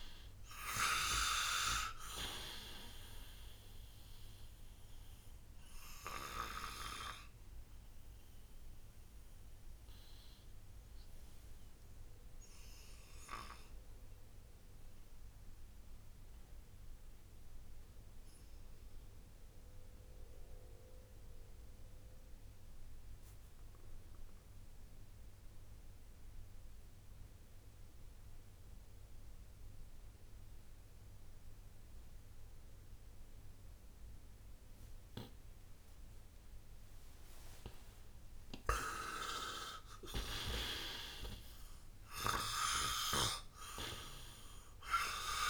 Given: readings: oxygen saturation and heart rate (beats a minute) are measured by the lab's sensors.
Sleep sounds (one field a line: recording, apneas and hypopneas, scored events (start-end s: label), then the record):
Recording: breathing in sleep by a room microphone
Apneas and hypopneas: 1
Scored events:
0.00-25.50 s: oxygen desaturation (device-marked, oxygen 84% lowest, heart rate 58 extreme)
5.50-37.50 s: obstructive apnea (oxygen 98% before, 84% lowest, heart rate 64 before, 57 extreme, up 7 after)
38.50-42.50 s: arousal
40.50-45.50 s: oxygen desaturation (device-marked, oxygen 98% before, 87% lowest, heart rate 59 before, 57 extreme)
From the record:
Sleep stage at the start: N2 (light sleep)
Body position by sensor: on the right side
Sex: male